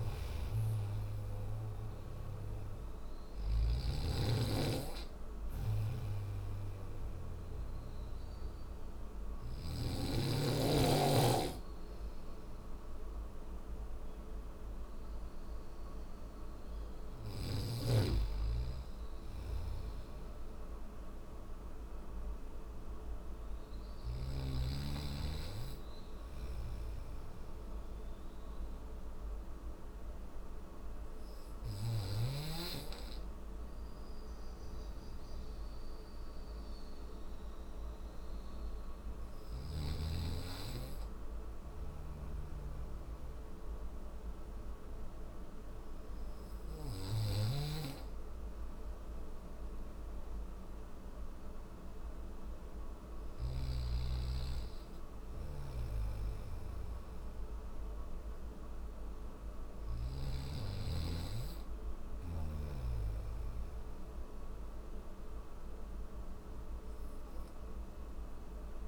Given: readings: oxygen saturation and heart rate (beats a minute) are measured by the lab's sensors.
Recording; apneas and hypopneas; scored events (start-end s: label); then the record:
breathing in sleep by a room microphone; none
0.00-6.50 s: snoring (device-marked)
25.00-31.00 s: snoring (device-marked)
38.00-52.50 s: snoring (device-marked)
From the record:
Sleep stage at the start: N3 (deep sleep); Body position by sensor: on the back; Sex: male